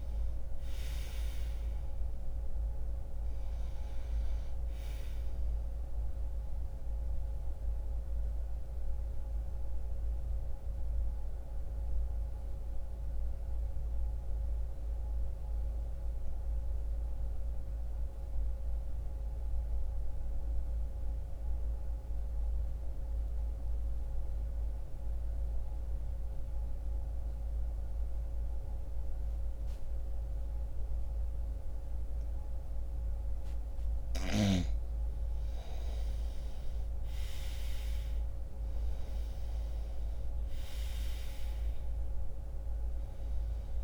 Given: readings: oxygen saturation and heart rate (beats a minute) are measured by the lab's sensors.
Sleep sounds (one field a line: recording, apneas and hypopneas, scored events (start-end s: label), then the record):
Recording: breathing in sleep, hard to hear, by a room microphone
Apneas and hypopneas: 1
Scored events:
0.00-28.50 s: oxygen desaturation (device-marked, oxygen 87% lowest, heart rate 60 extreme)
6.50-32.50 s: mixed apnea (oxygen 98% before, 87% lowest, heart rate 60 before, 60 extreme, up 0 after)
34.00-38.50 s: arousal
39.50-43.84 s: oxygen desaturation (device-marked, oxygen 98% before, 88% lowest, heart rate 60 before, 60 extreme)
From the record:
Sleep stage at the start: REM sleep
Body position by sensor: on the back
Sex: male